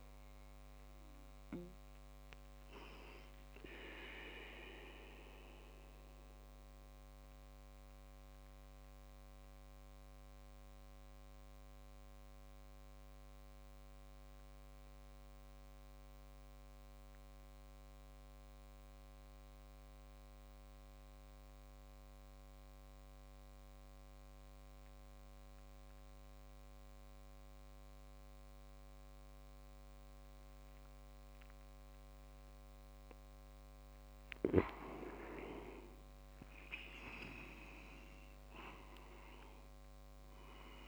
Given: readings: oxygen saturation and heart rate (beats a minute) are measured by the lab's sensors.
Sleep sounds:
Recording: breathing in sleep by a microphone on the trachea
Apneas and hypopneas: 1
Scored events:
0.00-2.50 s: oxygen desaturation (device-marked, oxygen 94% lowest)
4.00-34.00 s: obstructive apnea (oxygen 98% before, 93% lowest)
35.00-36.00 s: leg movement (device-marked)
35.50-40.88 s: oxygen desaturation (device-marked, oxygen 98% before, 93% lowest)
36.00-39.00 s: arousal
From the record:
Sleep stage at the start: N2 (light sleep)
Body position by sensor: on the back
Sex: male

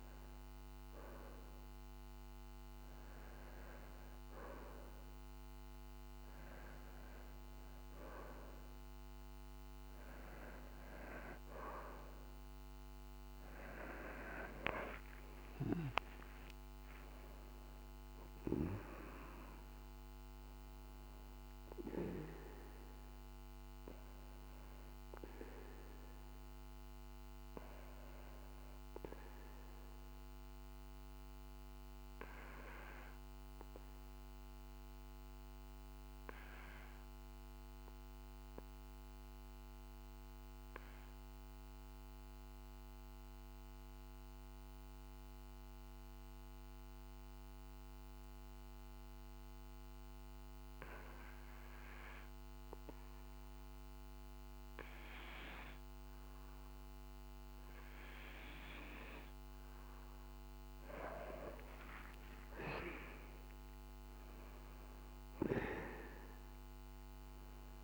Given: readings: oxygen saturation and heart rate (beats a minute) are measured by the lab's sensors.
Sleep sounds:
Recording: breathing in sleep by a microphone on the trachea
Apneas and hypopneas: 1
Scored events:
14.00-18.00 s: arousal
30.00-59.50 s: obstructive apnea (oxygen 94% before, 91% lowest, heart rate 54 before, 48 extreme, up 15 after)
55.00-67.83 s: oxygen desaturation (device-marked, oxygen 96% before, 91% lowest, heart rate 49 before, 48 extreme)
61.00-65.50 s: arousal
From the record:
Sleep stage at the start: REM sleep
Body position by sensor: on the back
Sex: male

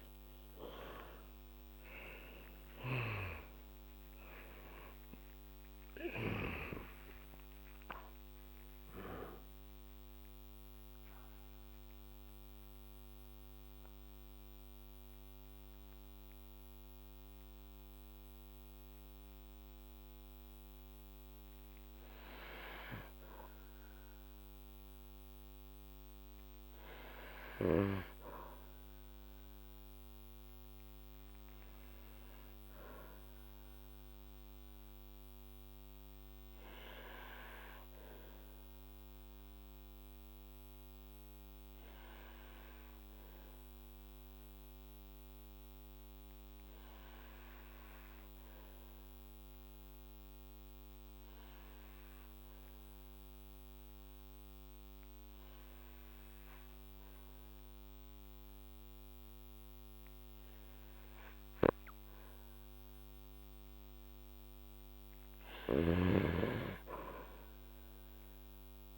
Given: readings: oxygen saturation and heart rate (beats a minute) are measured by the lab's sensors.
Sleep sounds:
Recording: breathing in sleep by a microphone on the trachea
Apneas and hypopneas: 2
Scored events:
0.00-3.50 s: arousal
3.50-5.50 s: long interval between heartbeats (device-marked, heart rate 55 before, 94 extreme)
10.50-26.00 s: mixed apnea (oxygen 99% before, 93% lowest, heart rate 76 before, 49 extreme, up 2 after)
29.00-32.00 s: arousal
32.00-47.00 s: oxygen desaturation (device-marked, oxygen 97% before, 93% lowest, heart rate 57 before, 49 extreme)
35.00-63.50 s: obstructive apnea (oxygen 99% before, 93% lowest, heart rate 55 before, 49 extreme, up 5 after)
66.50-68.98 s: arousal
From the record:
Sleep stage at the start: N2 (light sleep)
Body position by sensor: on the back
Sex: male

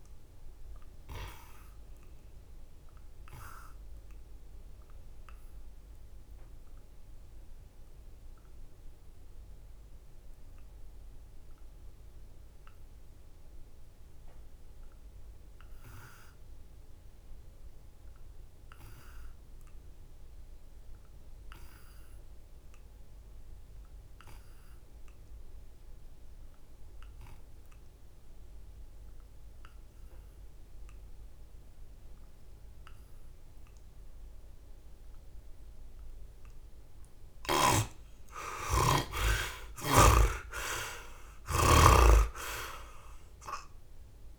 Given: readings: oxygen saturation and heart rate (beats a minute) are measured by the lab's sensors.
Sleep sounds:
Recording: breathing in sleep by a room microphone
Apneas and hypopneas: 1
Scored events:
0.00-26.00 s: oxygen desaturation (device-marked, oxygen 58% lowest, heart rate 65 extreme)
0.50-35.00 s: obstructive apnea (oxygen 83% before, 58% lowest, heart rate 71 before, 65 extreme, up 11 after)
28.00-41.00 s: oxygen desaturation (device-marked, oxygen 86% before, 66% lowest, heart rate 66 before, 68 extreme)
38.00-42.00 s: arousal
From the record:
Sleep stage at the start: N2 (light sleep)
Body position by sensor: on the back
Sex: male

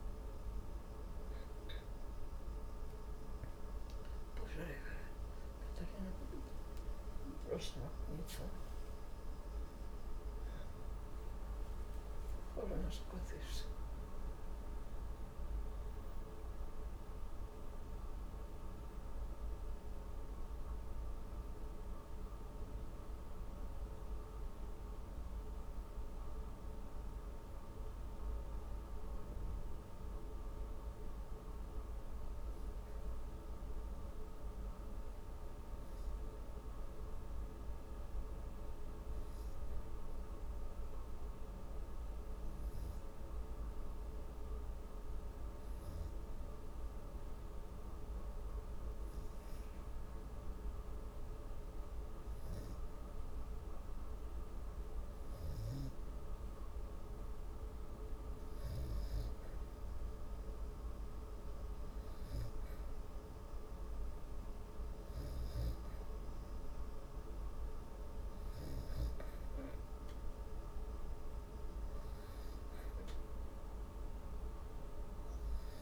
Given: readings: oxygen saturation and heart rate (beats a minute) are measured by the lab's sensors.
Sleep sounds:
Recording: breathing in sleep, hard to hear, by a room microphone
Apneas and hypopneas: 1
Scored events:
4.50-9.00 s: arousal
5.00-18.00 s: oxygen desaturation (device-marked, oxygen 96% before, 91% lowest, heart rate 142 before, 107 extreme)
39.00-56.00 s: hypopnea (oxygen 96% before, 93% lowest, heart rate 145 before, 103 extreme, up 21 after)
58.50-62.50 s: arousal
From the record:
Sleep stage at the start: N2 (light sleep)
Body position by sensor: on the back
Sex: female

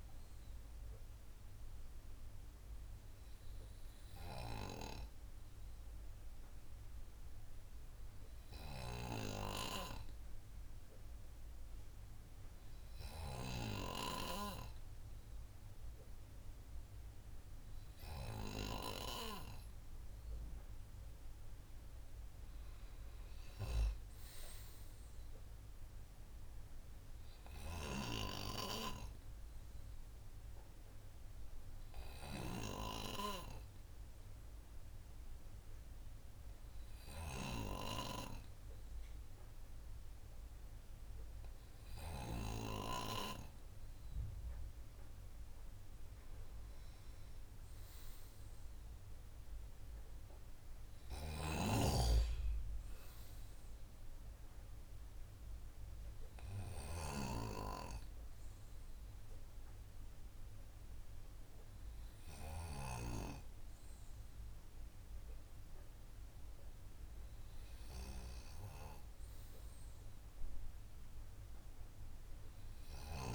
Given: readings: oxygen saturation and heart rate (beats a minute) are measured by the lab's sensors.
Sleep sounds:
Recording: breathing in sleep by a room microphone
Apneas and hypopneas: none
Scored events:
51.50-57.50 s: snoring (device-marked)
From the record:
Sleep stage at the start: N2 (light sleep)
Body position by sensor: on the right side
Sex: male

